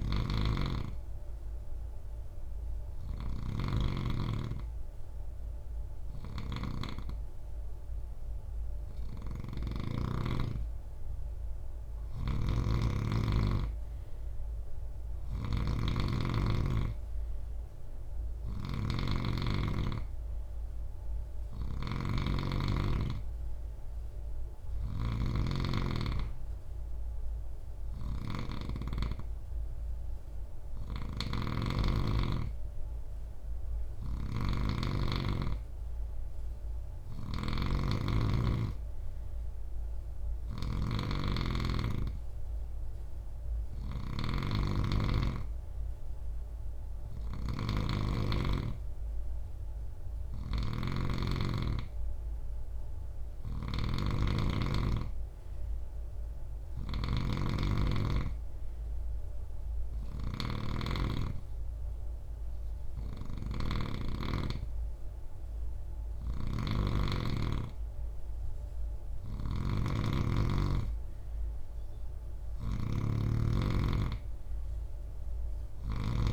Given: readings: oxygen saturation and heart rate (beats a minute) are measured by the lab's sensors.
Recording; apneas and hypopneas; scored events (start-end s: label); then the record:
breathing in sleep by a room microphone; none
0.00-9.00 s: snoring (device-marked)
11.00-76.33 s: snoring (device-marked)
From the record:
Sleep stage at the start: N3 (deep sleep); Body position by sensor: on the right side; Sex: male